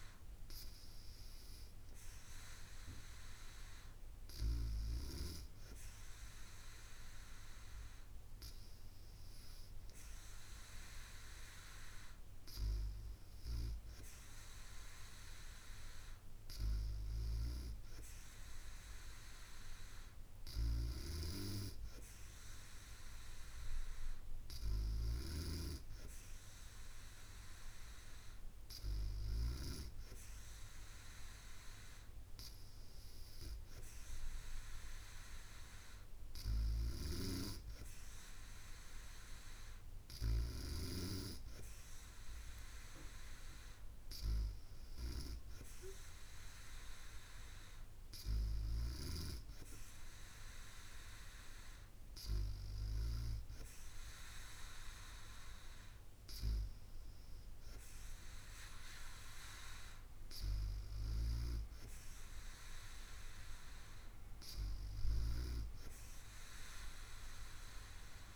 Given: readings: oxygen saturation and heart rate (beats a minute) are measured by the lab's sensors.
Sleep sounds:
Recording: breathing in sleep by a room microphone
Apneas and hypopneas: none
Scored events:
none scored
From the record:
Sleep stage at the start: N2 (light sleep)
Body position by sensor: on the back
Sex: female

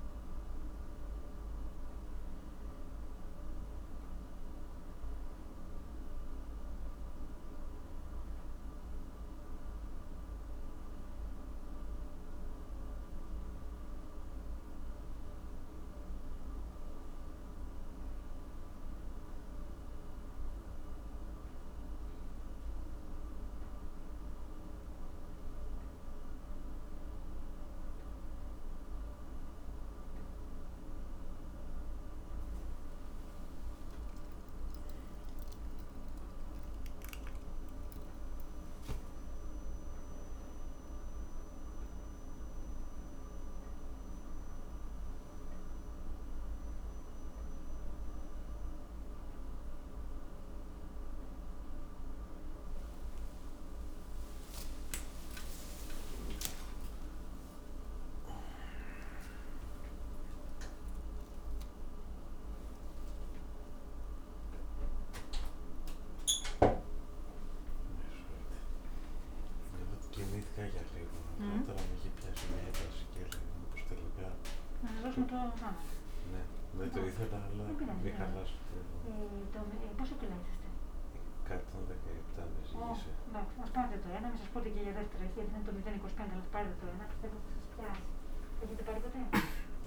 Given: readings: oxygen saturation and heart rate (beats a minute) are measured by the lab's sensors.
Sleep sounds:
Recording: a person partly awake in a sleep study, by a room microphone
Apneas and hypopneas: none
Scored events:
51.50-89.87 s: new sleep stage, awake
From the record:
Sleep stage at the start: N1 (lightest sleep)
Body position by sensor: on the back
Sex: male

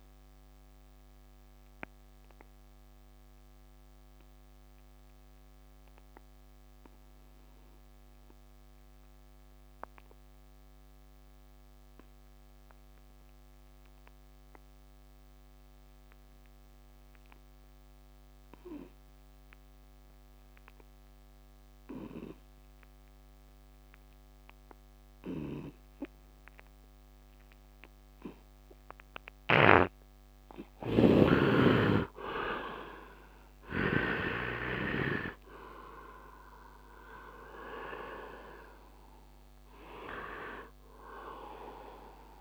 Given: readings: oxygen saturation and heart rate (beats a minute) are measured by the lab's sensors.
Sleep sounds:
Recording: breathing in sleep by a microphone on the trachea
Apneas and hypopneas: 1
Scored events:
0.00-11.50 s: oxygen desaturation (device-marked, oxygen 77% lowest, heart rate 68 extreme)
0.50-30.00 s: obstructive apnea (oxygen 100% before, 69% lowest, heart rate 84 before, 68 extreme, up 9 after)
19.50-42.41 s: oxygen desaturation (device-marked, oxygen 99% before, 69% lowest, heart rate 73 before, 69 extreme)
29.00-34.00 s: snoring (device-marked)
32.00-34.50 s: arousal
From the record:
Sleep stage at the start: N2 (light sleep)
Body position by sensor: on the right side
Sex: male

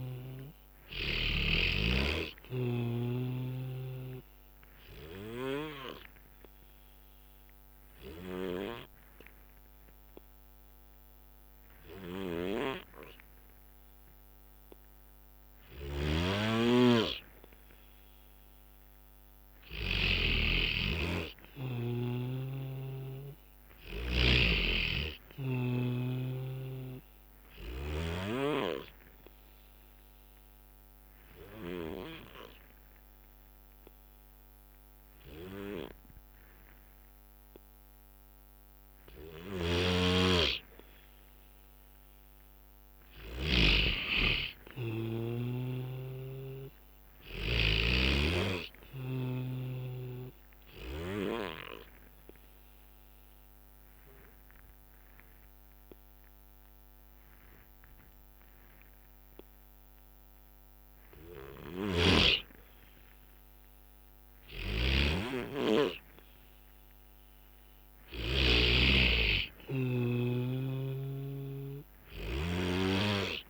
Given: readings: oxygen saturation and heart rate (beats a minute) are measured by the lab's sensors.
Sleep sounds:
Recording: breathing in sleep by a microphone on the trachea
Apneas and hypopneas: 3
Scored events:
0.00-16.00 s: oxygen desaturation (device-marked, oxygen 89% lowest, heart rate 61 extreme)
7.00-19.50 s: obstructive apnea (oxygen 96% before, 89% lowest, heart rate 62 before, 59 extreme, up 5 after)
16.00-20.50 s: snoring (device-marked)
19.00-29.00 s: drop in pulse transit time (device-marked, heart rate 64 before, 63 extreme)
21.00-39.00 s: oxygen desaturation (device-marked, oxygen 96% before, 90% lowest, heart rate 64 before, 59 extreme)
22.00-25.00 s: arousal
22.50-26.00 s: snoring (device-marked)
29.50-42.50 s: obstructive apnea (oxygen 96% before, 90% lowest, heart rate 65 before, 59 extreme, up 7 after)
39.50-44.00 s: snoring (device-marked)
45.00-48.50 s: arousal
46.00-49.50 s: snoring (device-marked)
46.00-62.00 s: oxygen desaturation (device-marked, oxygen 96% before, 90% lowest, heart rate 65 before, 64 extreme)
53.00-66.50 s: obstructive apnea (oxygen 96% before, 90% lowest, heart rate 65 before, 60 extreme, up 3 after)
64.50-68.50 s: snoring (device-marked)
68.00-71.50 s: arousal
70.00-73.50 s: oxygen desaturation (device-marked, oxygen 96% before, 91% lowest, heart rate 69 before, 60 extreme)
70.50-73.50 s: snoring (device-marked)
From the record:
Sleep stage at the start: N2 (light sleep)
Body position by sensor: on the back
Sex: male

